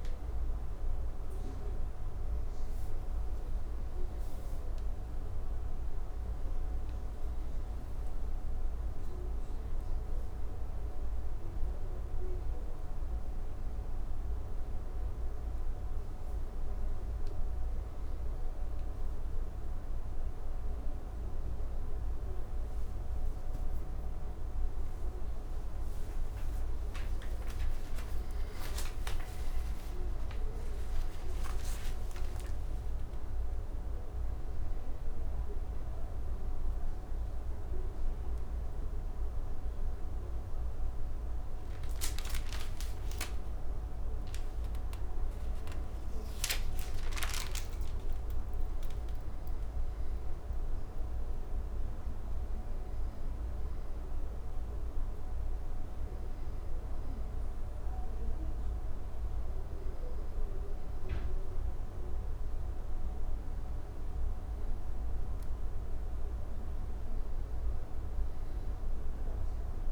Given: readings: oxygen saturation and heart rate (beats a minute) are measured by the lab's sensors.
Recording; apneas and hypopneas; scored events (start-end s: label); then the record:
a person awake in a sleep study, hard to hear, by a room microphone; none
none scored
From the record:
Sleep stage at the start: awake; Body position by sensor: on the back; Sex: male